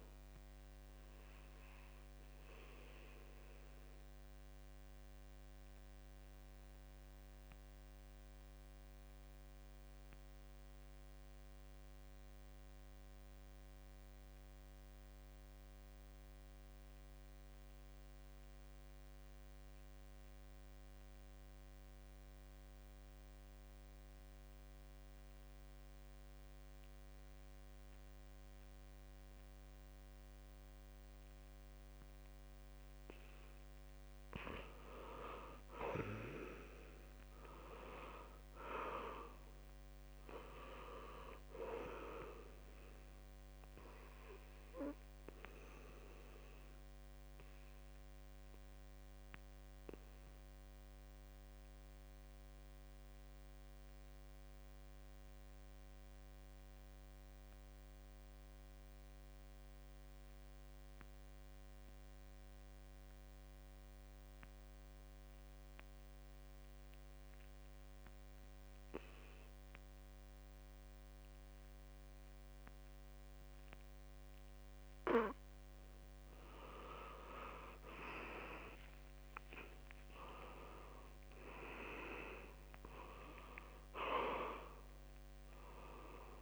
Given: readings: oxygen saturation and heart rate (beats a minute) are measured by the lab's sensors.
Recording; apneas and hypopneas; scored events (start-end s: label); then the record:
breathing in sleep by a microphone on the trachea; 2
0.00-13.50 s: oxygen desaturation (device-marked, oxygen 80% lowest, heart rate 67 extreme)
3.50-33.00 s: obstructive apnea (oxygen 95% before, 79% lowest, heart rate 73 before, 66 extreme, up 8 after)
27.50-56.50 s: oxygen desaturation (device-marked, oxygen 95% before, 79% lowest, heart rate 70 before, 66 extreme)
29.00-31.00 s: long interval between heartbeats (device-marked, heart rate 70 before, 69 extreme)
32.50-34.50 s: long interval between heartbeats (device-marked, heart rate 71 before, 70 extreme)
36.00-39.50 s: arousal
47.00-74.00 s: obstructive apnea (oxygen 96% before, 78% lowest, heart rate 72 before, 66 extreme, up 9 after)
64.50-86.42 s: oxygen desaturation (device-marked, oxygen 96% before, 78% lowest, heart rate 68 before, 65 extreme)
78.00-81.50 s: arousal
From the record:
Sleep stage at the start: N2 (light sleep); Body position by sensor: on the back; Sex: male